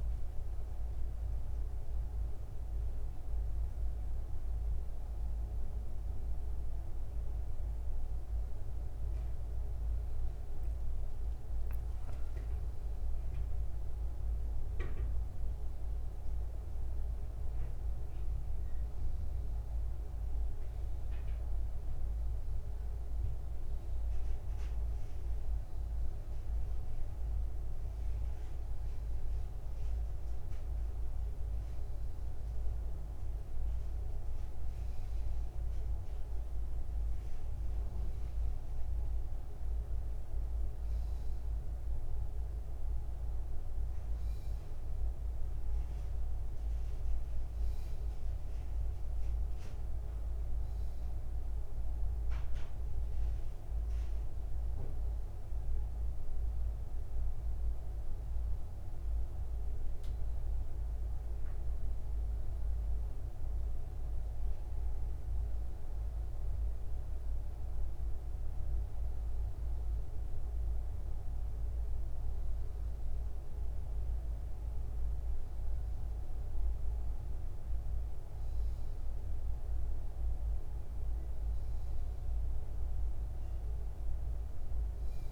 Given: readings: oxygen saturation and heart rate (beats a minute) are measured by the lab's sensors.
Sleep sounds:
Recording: breathing in sleep, hard to hear, by a room microphone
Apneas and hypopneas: none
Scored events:
8.50-11.50 s: arousal
From the record:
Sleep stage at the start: N2 (light sleep)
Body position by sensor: upright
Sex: male

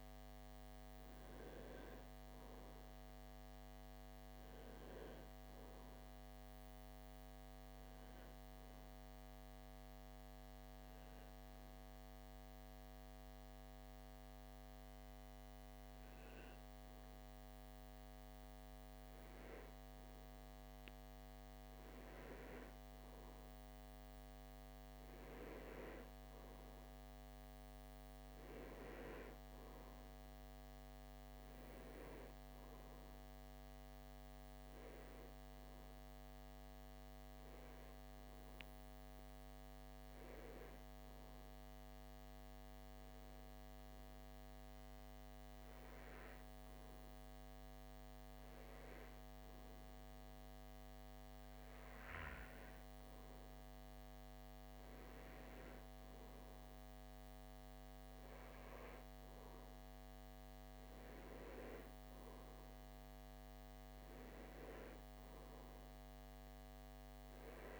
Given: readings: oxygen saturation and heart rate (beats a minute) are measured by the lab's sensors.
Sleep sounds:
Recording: breathing in sleep, hard to hear, by a microphone on the trachea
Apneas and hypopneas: 2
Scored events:
5.50-17.00 s: obstructive apnea (oxygen 96% before, 92% lowest)
21.00-25.00 s: arousal
34.50-49.50 s: hypopnea (oxygen 95% before, 92% lowest)
51.00-56.00 s: arousal
From the record:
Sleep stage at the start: REM sleep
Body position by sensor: on the back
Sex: male

